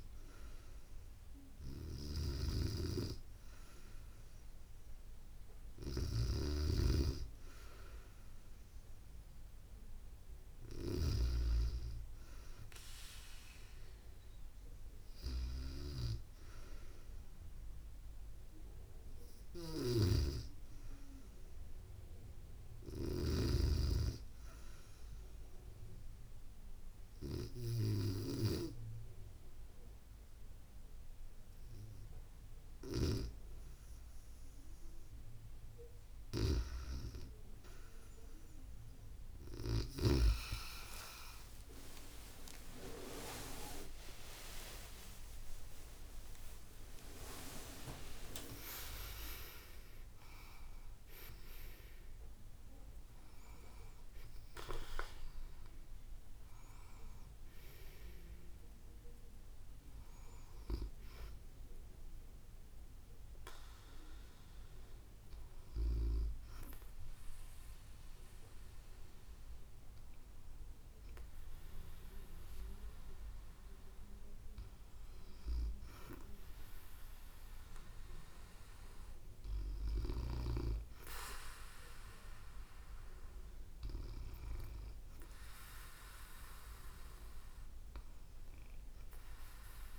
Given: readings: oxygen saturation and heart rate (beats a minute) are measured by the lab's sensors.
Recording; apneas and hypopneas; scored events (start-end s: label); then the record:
breathing in sleep by a room microphone; 1
1.50-10.50 s: snoring (device-marked)
5.00-9.00 s: bradycardia (device-marked, heart rate 70 before, 58 extreme)
19.00-23.00 s: snoring (device-marked)
22.00-89.99 s: new sleep stage, N2 (light sleep)
24.00-35.00 s: obstructive apnea (oxygen 97% before, 95% lowest, heart rate 66 before, 66 extreme, up 8 after)
40.00-47.00 s: arousal
From the record:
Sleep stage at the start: REM sleep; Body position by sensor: on the back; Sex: female